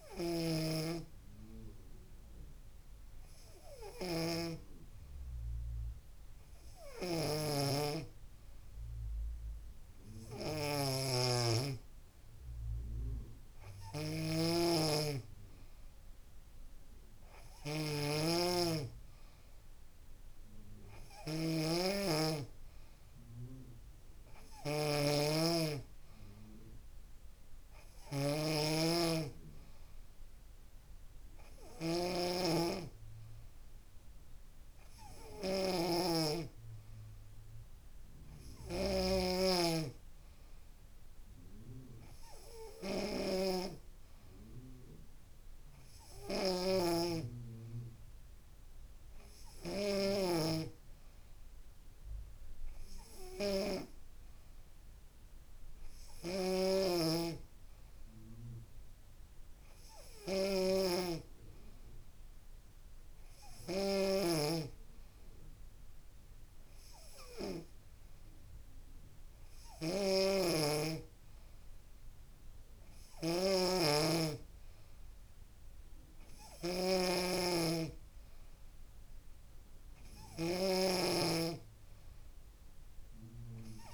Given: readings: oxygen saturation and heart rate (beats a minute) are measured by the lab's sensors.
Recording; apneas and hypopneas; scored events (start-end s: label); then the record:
breathing in sleep by a room microphone; none
60.50-62.50 s: long interval between heartbeats (device-marked, heart rate 69 before, 79 extreme)
60.50-64.50 s: arousal
64.50-66.50 s: long interval between heartbeats (device-marked, heart rate 71 before, 89 extreme)
From the record:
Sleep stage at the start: N2 (light sleep); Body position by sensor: on the back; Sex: female